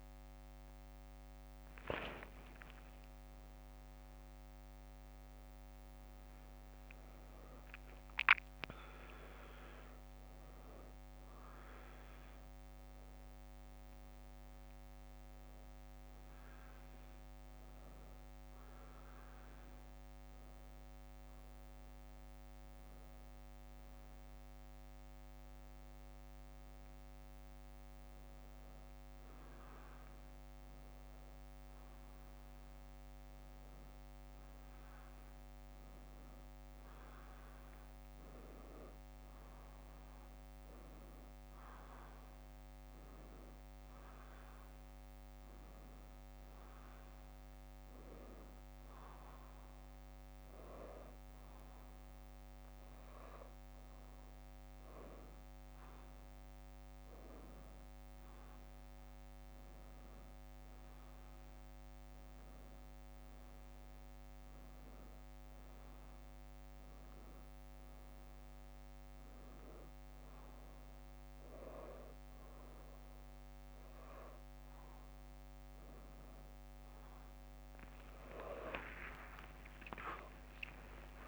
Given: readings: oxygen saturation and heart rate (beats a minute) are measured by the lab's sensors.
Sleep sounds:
a person awake in a sleep study, by a microphone on the trachea; none
1.50-3.50 s: leg movement (device-marked)
7.50-10.00 s: leg movement (device-marked)
10.50-12.00 s: leg movement (device-marked)
From the record:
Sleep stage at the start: awake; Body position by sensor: on the back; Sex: female

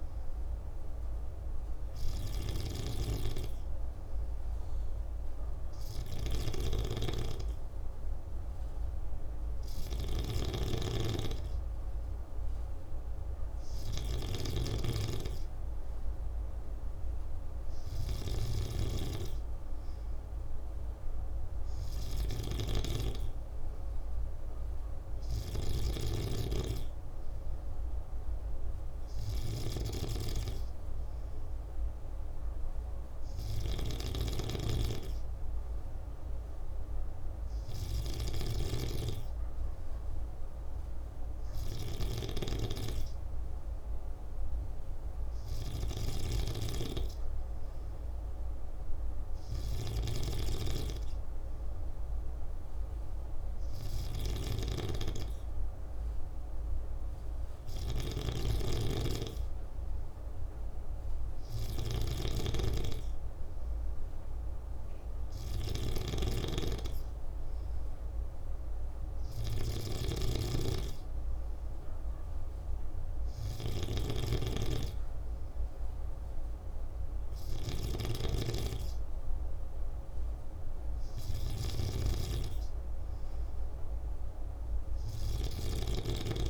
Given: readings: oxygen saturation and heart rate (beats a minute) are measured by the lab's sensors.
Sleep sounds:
breathing in sleep by a room microphone; none
0.00-86.50 s: snoring (device-marked)
From the record:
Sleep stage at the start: N2 (light sleep); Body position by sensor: on the back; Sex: male

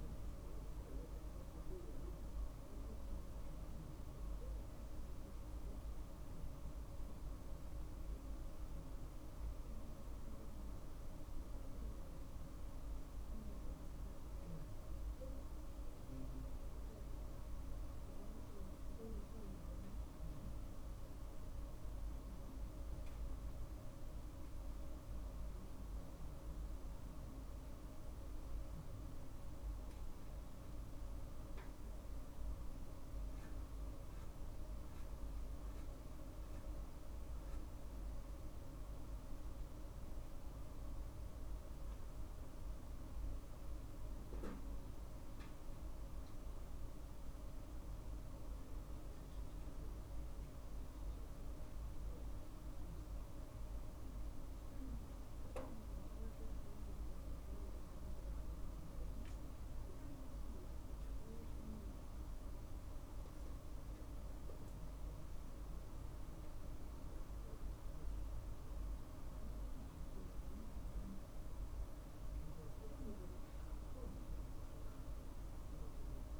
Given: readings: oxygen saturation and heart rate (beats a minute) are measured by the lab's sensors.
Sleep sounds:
breathing in sleep, hard to hear, by a room microphone; none
none scored
From the record:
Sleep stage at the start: N1 (lightest sleep); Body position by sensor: on the right side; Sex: male

